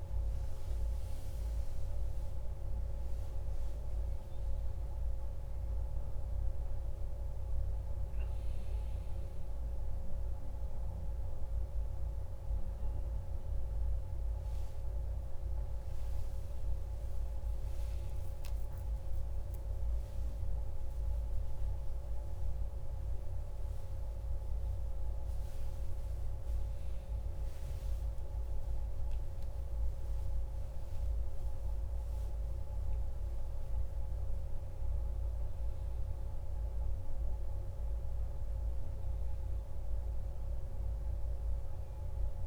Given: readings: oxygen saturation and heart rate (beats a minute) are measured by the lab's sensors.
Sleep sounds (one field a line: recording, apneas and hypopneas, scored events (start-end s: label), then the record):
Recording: a person awake in a sleep study, hard to hear, by a room microphone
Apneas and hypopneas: none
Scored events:
30.00-42.47 s: new sleep stage, N1 (lightest sleep)
From the record:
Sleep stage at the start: awake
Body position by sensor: on the back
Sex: male